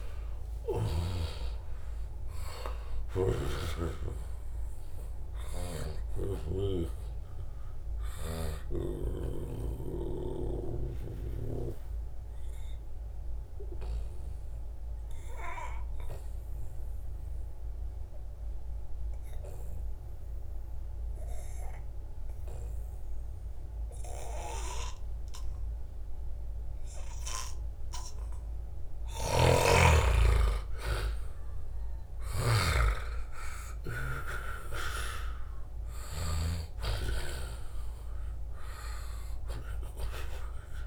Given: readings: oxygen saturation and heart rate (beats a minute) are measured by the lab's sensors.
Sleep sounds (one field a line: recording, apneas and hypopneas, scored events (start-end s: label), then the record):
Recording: breathing in sleep by a room microphone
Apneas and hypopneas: 1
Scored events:
0.00-11.00 s: oxygen desaturation (device-marked, oxygen 91% lowest, heart rate 73 extreme)
3.00-9.00 s: snoring (device-marked)
9.50-28.50 s: obstructive apnea (oxygen 96% before, 89% lowest, heart rate 81 before, 73 extreme, up 2 after)
29.00-36.50 s: snoring (device-marked)
30.50-35.50 s: arousal
31.00-40.87 s: oxygen desaturation (device-marked, oxygen 96% before, 90% lowest, heart rate 78 before, 72 extreme)
From the record:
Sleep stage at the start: N2 (light sleep)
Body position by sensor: on the back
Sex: male